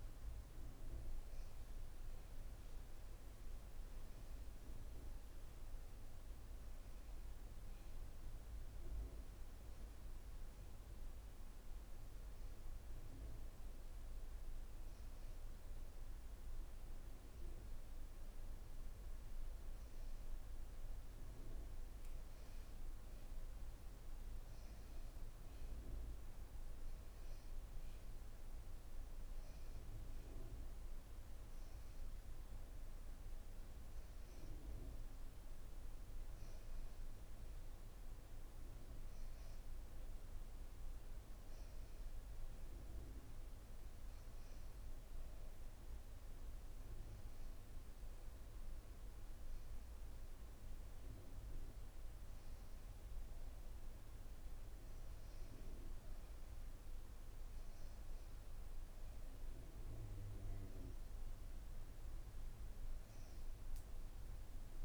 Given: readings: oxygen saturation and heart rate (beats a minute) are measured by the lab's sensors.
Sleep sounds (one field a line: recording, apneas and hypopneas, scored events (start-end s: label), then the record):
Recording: breathing in sleep, hard to hear, by a room microphone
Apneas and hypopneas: none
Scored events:
none scored
From the record:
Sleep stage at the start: N1 (lightest sleep)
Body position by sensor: on the back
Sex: female